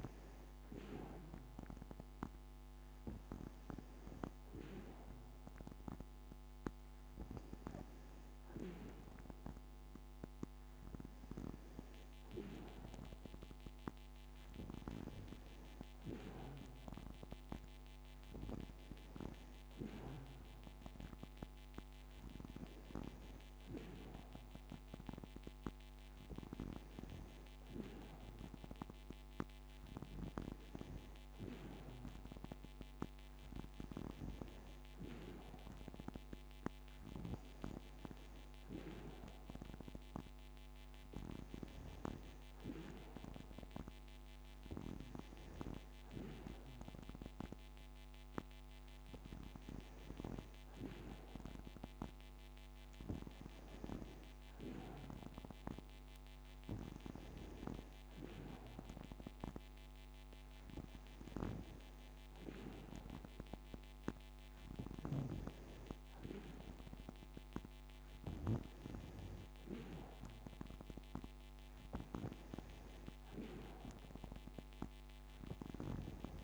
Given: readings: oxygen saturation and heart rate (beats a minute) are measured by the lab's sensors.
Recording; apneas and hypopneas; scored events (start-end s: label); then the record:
breathing in sleep by a microphone on the trachea; none
none scored
From the record:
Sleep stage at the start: N2 (light sleep); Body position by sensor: on the back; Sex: female